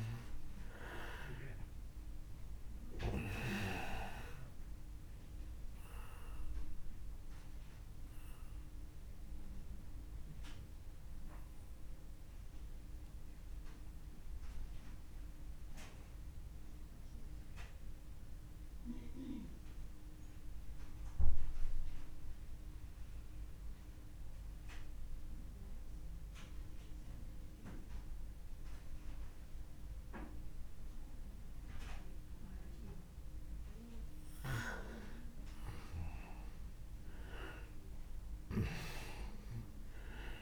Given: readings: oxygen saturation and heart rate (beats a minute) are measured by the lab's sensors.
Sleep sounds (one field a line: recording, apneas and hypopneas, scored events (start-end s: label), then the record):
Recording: breathing in sleep by a room microphone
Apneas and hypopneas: 1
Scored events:
0.00-26.50 s: oxygen desaturation (device-marked, oxygen 93% lowest)
3.00-34.00 s: obstructive apnea (oxygen 99% before, 93% lowest)
36.50-40.00 s: arousal
From the record:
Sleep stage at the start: N2 (light sleep)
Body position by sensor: on the back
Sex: male